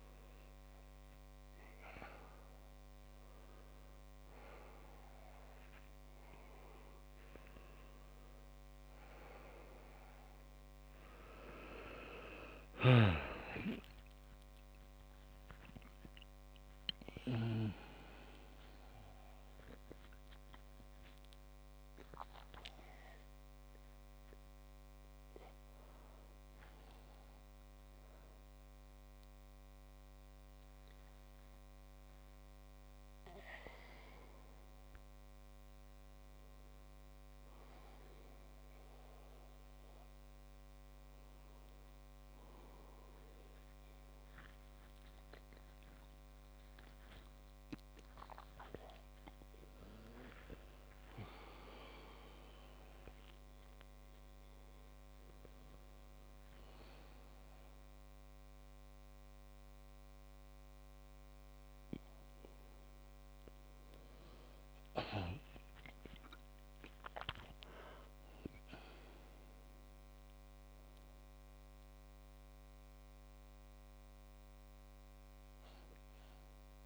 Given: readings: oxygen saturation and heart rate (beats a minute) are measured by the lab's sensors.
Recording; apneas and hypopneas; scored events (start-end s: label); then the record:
a person awake in a sleep study, by a microphone on the trachea; none
62.50-76.86 s: new sleep stage, N1 (lightest sleep)
From the record:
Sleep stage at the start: awake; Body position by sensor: on the back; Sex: male